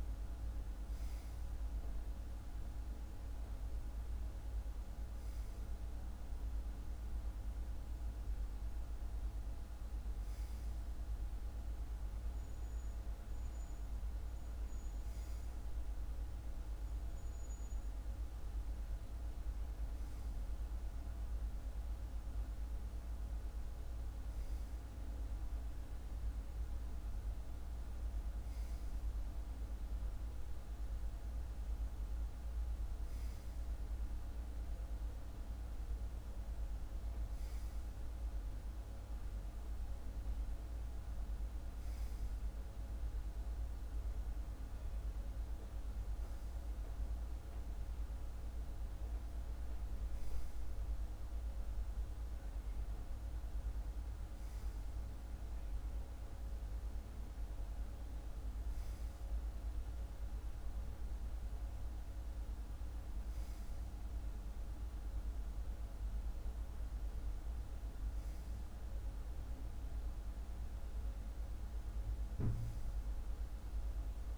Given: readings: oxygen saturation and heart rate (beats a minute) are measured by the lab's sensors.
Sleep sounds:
breathing in sleep, hard to hear, by a room microphone; none
none scored
From the record:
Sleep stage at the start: N2 (light sleep); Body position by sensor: on the left side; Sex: male

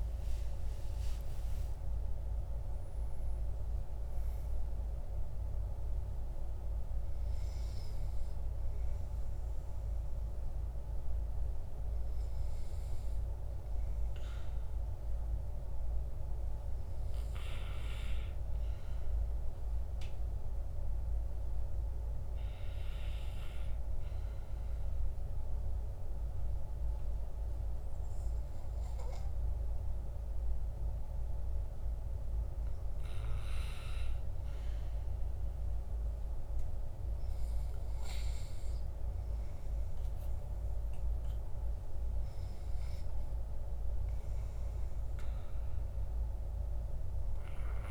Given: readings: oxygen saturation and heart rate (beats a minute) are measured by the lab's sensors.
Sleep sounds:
breathing in sleep, hard to hear, by a room microphone; 1
0.00-1.00 s: arousal
24.00-34.50 s: obstructive apnea (oxygen 97% before, 94% lowest, heart rate 65 before, 55 extreme, up 5 after)
38.50-43.00 s: arousal
From the record:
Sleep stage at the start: N2 (light sleep); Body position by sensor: on the back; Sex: male

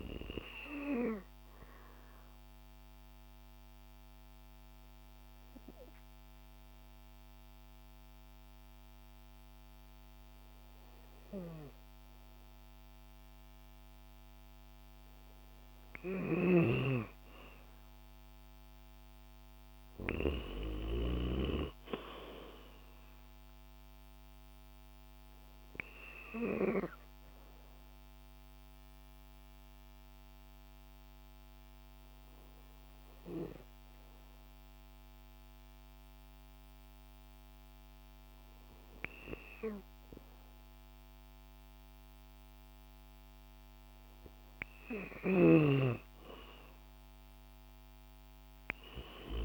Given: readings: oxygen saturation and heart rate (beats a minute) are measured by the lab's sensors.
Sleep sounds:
breathing in sleep by a microphone on the trachea; 2
0.00-13.00 s: oxygen desaturation (device-marked, oxygen 92% lowest, heart rate 65 extreme)
1.00-14.50 s: obstructive apnea (oxygen 96% before, 92% lowest, heart rate 116 before, 65 extreme, up 52 after)
15.50-20.50 s: snoring (device-marked)
16.00-20.00 s: arousal
20.00-37.00 s: oxygen desaturation (device-marked, oxygen 96% before, 93% lowest, heart rate 114 before, 65 extreme)
26.50-42.50 s: hypopnea (oxygen 96% before, 92% lowest, heart rate 126 before, 86 extreme, up 9 after)
46.00-49.45 s: arousal
From the record:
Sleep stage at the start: N2 (light sleep); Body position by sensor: on the back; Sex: female

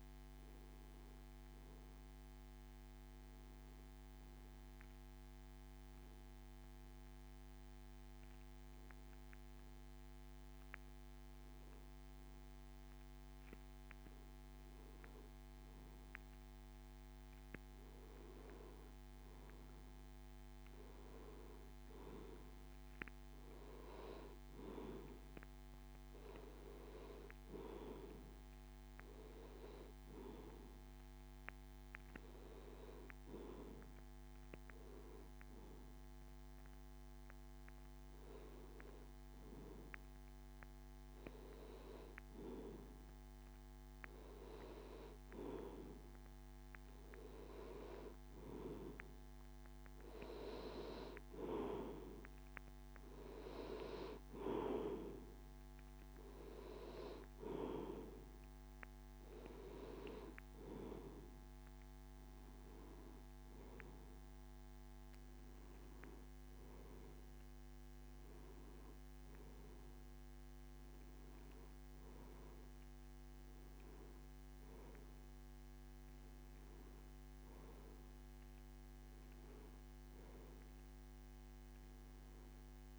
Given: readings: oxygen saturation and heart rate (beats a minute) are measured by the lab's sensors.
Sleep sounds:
breathing in sleep by a microphone on the trachea; none
41.50-82.99 s: new sleep stage, N2 (light sleep)
72.50-77.00 s: arousal
From the record:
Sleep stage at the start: N1 (lightest sleep); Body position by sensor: on the back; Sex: male

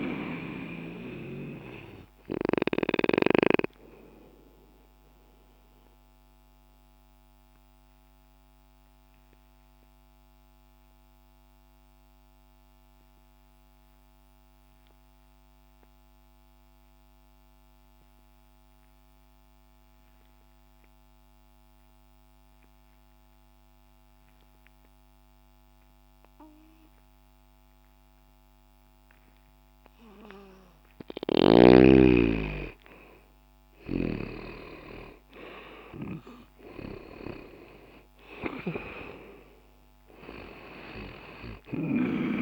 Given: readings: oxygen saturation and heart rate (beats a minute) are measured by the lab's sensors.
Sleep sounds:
breathing in sleep by a microphone on the trachea; 1
5.00-30.00 s: obstructive apnea (oxygen 95% before, 83% lowest, heart rate 61 before, 60 extreme, up 0 after)
11.50-26.50 s: oxygen desaturation (device-marked, oxygen 93% before, 84% lowest, heart rate 61 before, 60 extreme)
32.50-37.50 s: arousal
37.50-42.42 s: oxygen desaturation (device-marked, oxygen 97% before, 83% lowest, heart rate 60 before, 60 extreme)
From the record:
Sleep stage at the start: N2 (light sleep); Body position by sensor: on the left side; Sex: male

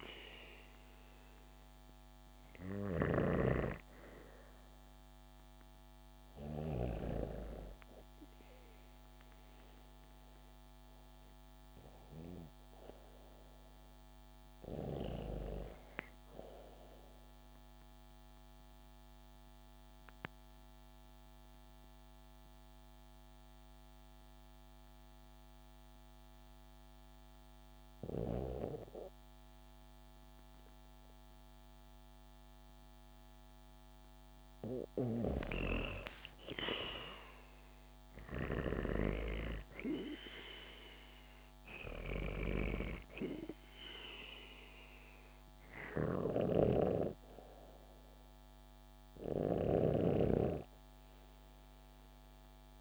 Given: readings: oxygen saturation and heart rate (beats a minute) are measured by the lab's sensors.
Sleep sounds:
breathing in sleep by a microphone on the trachea; 1
0.00-8.50 s: oxygen desaturation (device-marked, oxygen 91% lowest, heart rate 65 extreme)
9.00-13.00 s: arousal
16.50-27.50 s: obstructive apnea (oxygen 97% before, 92% lowest, heart rate 73 before, 65 extreme, up 1 after)
34.00-38.00 s: arousal
38.50-52.81 s: oxygen desaturation (device-marked, oxygen 96% before, 92% lowest, heart rate 66 before, 64 extreme)
45.50-49.00 s: snoring (device-marked)
From the record:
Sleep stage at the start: REM sleep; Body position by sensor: on the back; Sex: female

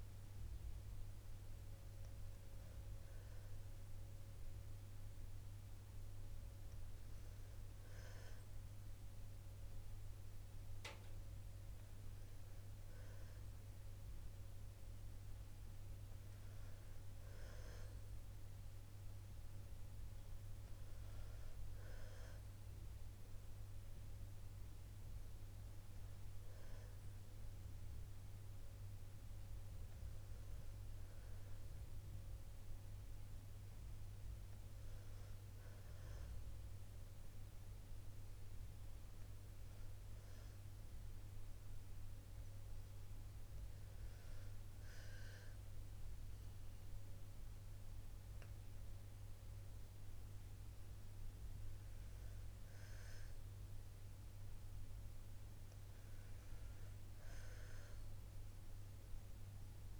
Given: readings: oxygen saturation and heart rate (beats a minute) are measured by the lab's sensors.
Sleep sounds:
breathing in sleep, hard to hear, by a room microphone; none
30.00-60.00 s: new sleep stage, N2 (light sleep)
From the record:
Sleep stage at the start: REM sleep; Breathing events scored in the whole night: 117 in 3.9 hours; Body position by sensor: on the back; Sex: female

